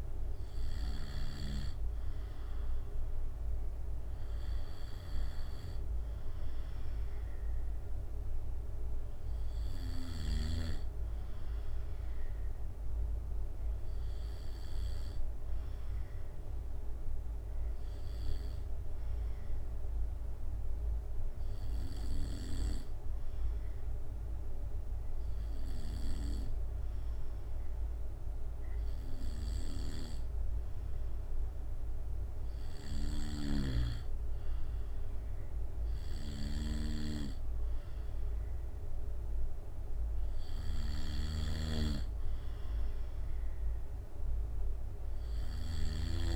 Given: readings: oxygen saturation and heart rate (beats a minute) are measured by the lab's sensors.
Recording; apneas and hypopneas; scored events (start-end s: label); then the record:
breathing in sleep by a room microphone; 1
16.00-32.00 s: obstructive apnea (oxygen 96% before, 95% lowest, heart rate 67 before, 64 extreme, up 2 after)
35.50-39.00 s: arousal
From the record:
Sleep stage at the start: N2 (light sleep); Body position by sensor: on the back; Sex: male